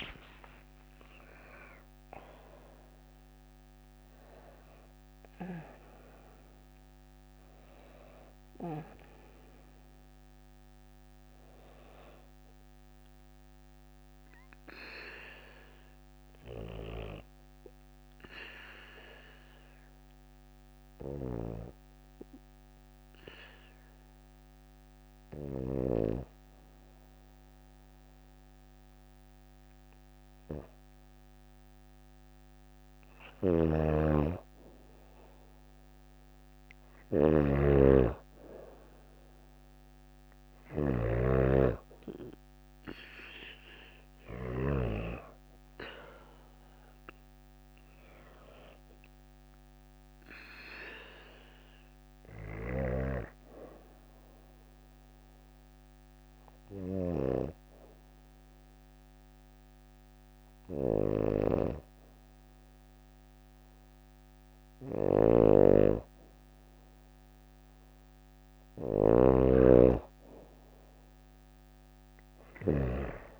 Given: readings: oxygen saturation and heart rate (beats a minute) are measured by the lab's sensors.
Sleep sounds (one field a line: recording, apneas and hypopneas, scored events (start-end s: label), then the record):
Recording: breathing in sleep by a microphone on the trachea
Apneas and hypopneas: 2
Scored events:
0.00-3.50 s: arousal
15.00-30.00 s: obstructive apnea (oxygen 94% before, 93% lowest, heart rate 66 before, 57 extreme, up 2 after)
20.00-25.00 s: snoring (device-marked)
32.50-44.00 s: snoring (device-marked)
33.00-36.50 s: arousal
39.50-52.50 s: oxygen desaturation (device-marked, oxygen 97% before, 93% lowest, heart rate 58 before, 57 extreme)
52.00-64.50 s: obstructive apnea (oxygen 97% before, 93% lowest, heart rate 60 before, 57 extreme, up 3 after)
60.50-72.00 s: snoring (device-marked)
70.50-73.40 s: arousal
From the record:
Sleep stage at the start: N2 (light sleep)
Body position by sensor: on the back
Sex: female